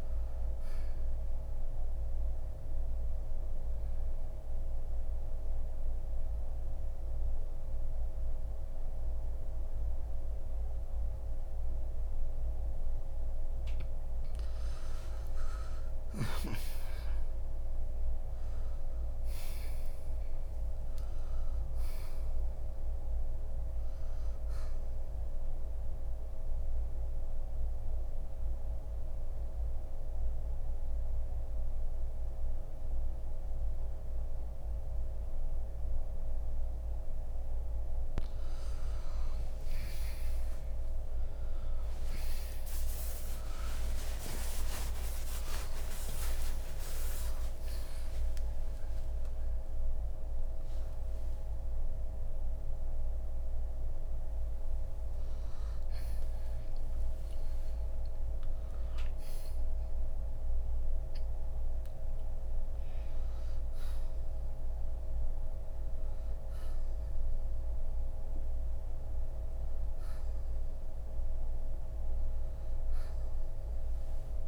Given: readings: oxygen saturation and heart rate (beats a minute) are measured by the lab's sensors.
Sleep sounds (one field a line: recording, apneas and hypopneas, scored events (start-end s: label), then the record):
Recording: breathing in sleep, hard to hear, by a room microphone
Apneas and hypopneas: 2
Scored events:
3.50-15.50 s: central apnea (oxygen 94% before, 86% lowest, heart rate 63 before, 55 extreme, up 8 after)
9.00-20.00 s: oxygen desaturation (device-marked, oxygen 91% before, 87% lowest, heart rate 65 before, 55 extreme)
17.00-21.50 s: arousal
26.50-37.50 s: central apnea (oxygen 92% before, 86% lowest, heart rate 63 before, 55 extreme, up 44 after)
38.00-51.00 s: oxygen desaturation (device-marked, oxygen 92% before, 86% lowest, heart rate 60 before, 66 extreme)
40.50-46.50 s: arousal
58.00-74.48 s: new sleep stage, N1 (lightest sleep)
64.00-74.00 s: oxygen desaturation (device-marked, oxygen 96% before, 89% lowest, heart rate 90 before, 66 extreme)
From the record:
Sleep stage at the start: N2 (light sleep)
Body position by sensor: on the right side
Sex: male